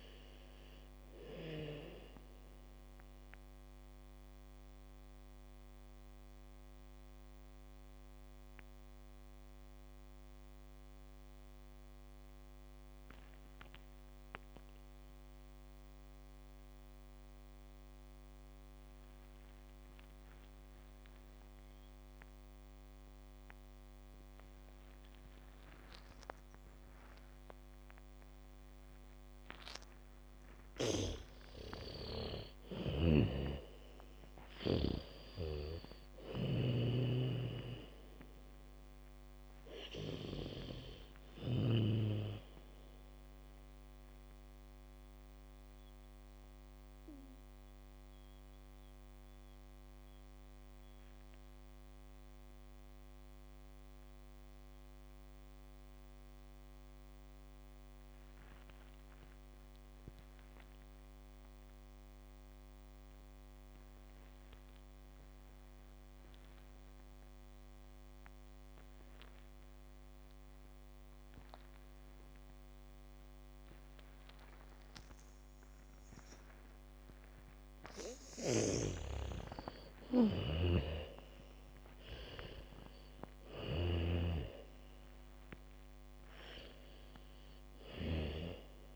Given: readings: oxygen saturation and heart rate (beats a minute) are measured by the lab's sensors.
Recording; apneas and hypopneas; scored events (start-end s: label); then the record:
breathing in sleep by a microphone on the trachea; 2
0.00-17.00 s: oxygen desaturation (device-marked, oxygen 77% lowest, heart rate 44 extreme)
4.00-30.00 s: mixed apnea (oxygen 98% before, 77% lowest, heart rate 58 before, 50 extreme, up 7 after)
25.00-34.00 s: bradycardia (device-marked, heart rate 69 before, 50 extreme)
30.00-56.00 s: oxygen desaturation (device-marked, oxygen 98% before, 82% lowest, heart rate 76 before, 55 extreme)
33.00-38.00 s: arousal
33.00-42.00 s: snoring (device-marked)
45.00-79.00 s: mixed apnea (oxygen 98% before, 77% lowest, heart rate 68 before, 38 extreme, up 0 after)
69.00-84.00 s: bradycardia (device-marked, heart rate 70 before, 43 extreme)
72.00-88.96 s: oxygen desaturation (device-marked, oxygen 98% before, 77% lowest, heart rate 73 before, 38 extreme)
78.50-84.50 s: snoring (device-marked)
80.50-85.00 s: arousal
From the record:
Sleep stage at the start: N2 (light sleep); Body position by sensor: on the back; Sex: female